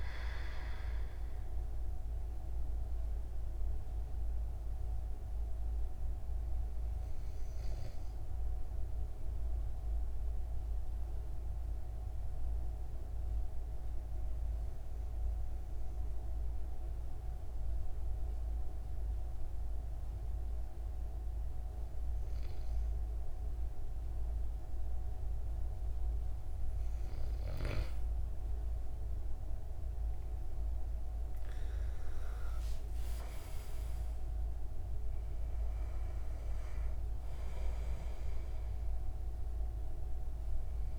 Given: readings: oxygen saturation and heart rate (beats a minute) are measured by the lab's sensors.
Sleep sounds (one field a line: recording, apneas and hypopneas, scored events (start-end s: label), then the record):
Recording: breathing in sleep, hard to hear, by a room microphone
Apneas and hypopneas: 1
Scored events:
0.00-20.50 s: oxygen desaturation (device-marked, oxygen 88% lowest, heart rate 144 extreme)
3.50-26.50 s: obstructive apnea (oxygen 96% before, 88% lowest, heart rate 160 before, 155 extreme, up 48 after)
30.00-34.50 s: arousal
34.50-40.99 s: oxygen desaturation (device-marked, oxygen 97% before, 92% lowest, heart rate 177 before, 129 extreme)
From the record:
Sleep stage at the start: N2 (light sleep)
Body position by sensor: on the back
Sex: male